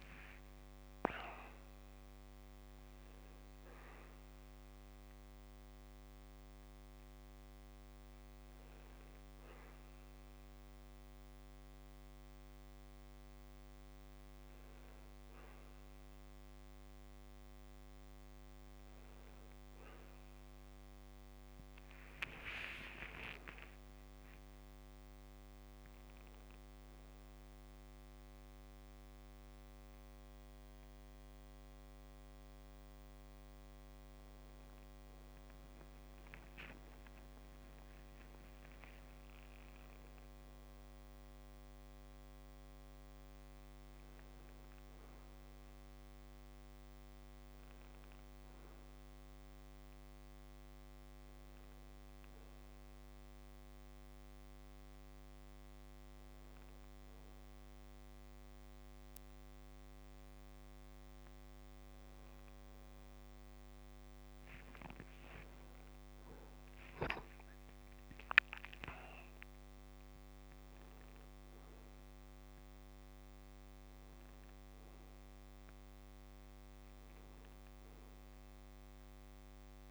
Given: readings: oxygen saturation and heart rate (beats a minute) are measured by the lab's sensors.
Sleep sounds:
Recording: a person awake in a sleep study, hard to hear, by a microphone on the trachea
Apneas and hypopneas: none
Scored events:
45.50-79.91 s: new sleep stage, N1 (lightest sleep)
49.50-59.50 s: oxygen desaturation (device-marked, oxygen 95% before, 92% lowest, heart rate 96 before, 29 extreme)
From the record:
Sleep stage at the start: awake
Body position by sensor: on the back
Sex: male

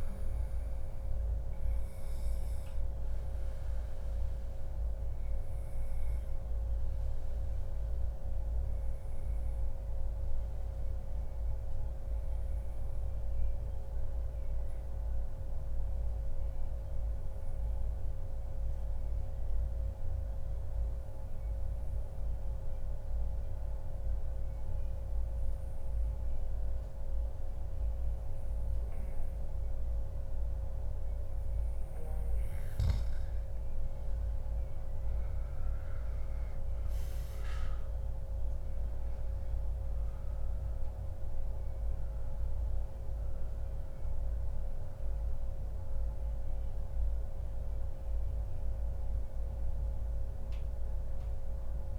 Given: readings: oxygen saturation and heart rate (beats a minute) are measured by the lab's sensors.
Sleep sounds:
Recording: breathing in sleep, hard to hear, by a room microphone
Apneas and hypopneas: 1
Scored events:
0.00-10.50 s: oxygen desaturation (device-marked, oxygen 92% lowest, heart rate 134 extreme)
2.50-31.00 s: obstructive apnea (oxygen 96% before, 92% lowest, heart rate 144 before, 106 extreme, up 0 after)
33.50-35.50 s: long interval between heartbeats (device-marked, heart rate 145 before, 124 extreme)
34.00-38.50 s: arousal
35.50-51.99 s: oxygen desaturation (device-marked, oxygen 97% before, 92% lowest, heart rate 143 before, 117 extreme)
From the record:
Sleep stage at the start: N2 (light sleep)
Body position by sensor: on the back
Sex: male

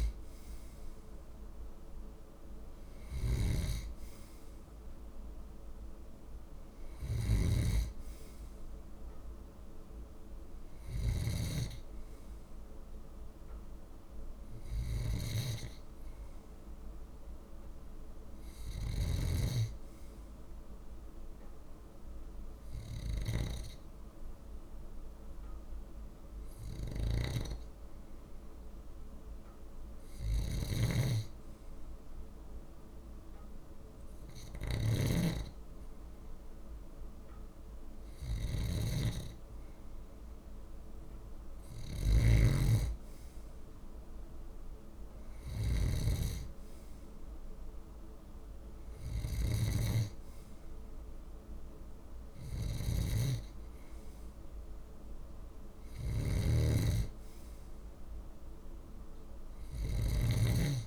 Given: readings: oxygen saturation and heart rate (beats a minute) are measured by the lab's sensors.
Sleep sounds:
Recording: breathing in sleep by a room microphone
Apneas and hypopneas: 1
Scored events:
0.00-60.87 s: snoring (device-marked)
12.50-16.00 s: arousal
20.50-30.50 s: obstructive apnea (oxygen 95% before, 93% lowest, heart rate 49 before, 49 extreme, up 1 after)
32.00-34.50 s: arousal
From the record:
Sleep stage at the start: N2 (light sleep)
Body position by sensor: on the left side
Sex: male

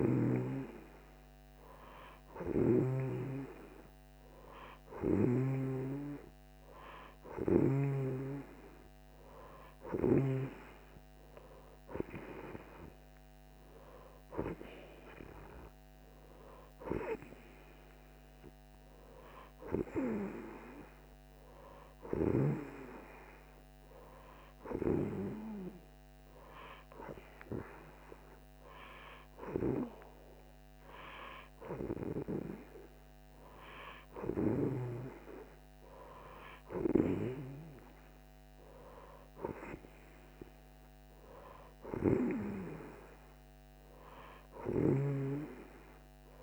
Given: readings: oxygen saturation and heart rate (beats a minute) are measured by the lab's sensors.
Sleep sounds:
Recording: breathing in sleep by a microphone on the trachea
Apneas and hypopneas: none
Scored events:
0.00-7.50 s: snoring (device-marked)
From the record:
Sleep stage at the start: N2 (light sleep)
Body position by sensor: on the right side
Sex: female

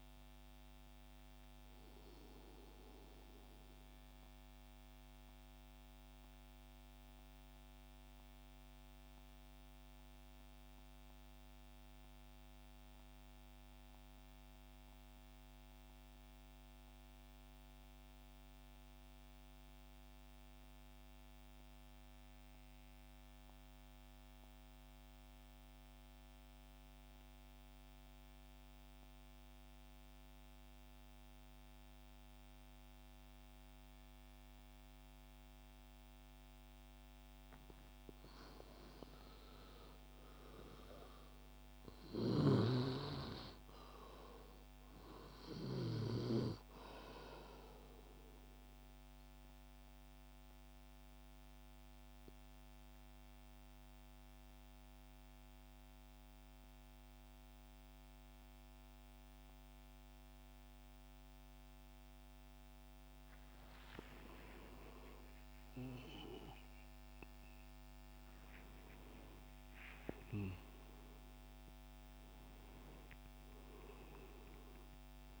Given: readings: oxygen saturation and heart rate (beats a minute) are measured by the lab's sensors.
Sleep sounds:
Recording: breathing in sleep by a microphone on the trachea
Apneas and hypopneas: 2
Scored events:
0.00-21.00 s: oxygen desaturation (device-marked, oxygen 84% lowest, heart rate 61 extreme)
2.00-38.50 s: mixed apnea (oxygen 96% before, 84% lowest, heart rate 70 before, 59 extreme, up 13 after)
34.00-64.00 s: oxygen desaturation (device-marked, oxygen 99% before, 88% lowest, heart rate 64 before, 59 extreme)
39.50-44.00 s: arousal
48.00-64.50 s: obstructive apnea (oxygen 99% before, 88% lowest, heart rate 69 before, 59 extreme, up 14 after)
67.00-72.00 s: arousal
From the record:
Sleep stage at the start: N2 (light sleep)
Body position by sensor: on the back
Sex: male

